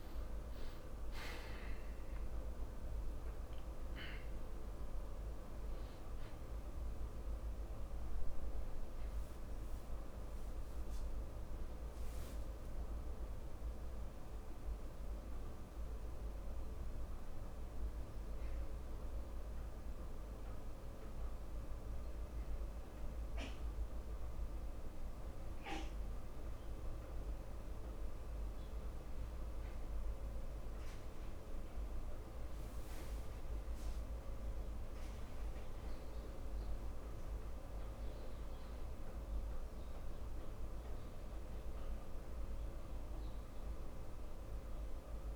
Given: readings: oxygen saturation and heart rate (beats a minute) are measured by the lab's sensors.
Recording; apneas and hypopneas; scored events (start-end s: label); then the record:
breathing in sleep, hard to hear, by a room microphone; 1
1.50-6.50 s: arousal
4.50-24.50 s: oxygen desaturation (device-marked, oxygen 97% before, 92% lowest)
18.00-29.00 s: hypopnea (oxygen 97% before, 93% lowest)
33.00-37.50 s: arousal
From the record:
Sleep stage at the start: N2 (light sleep); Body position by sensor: on the back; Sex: male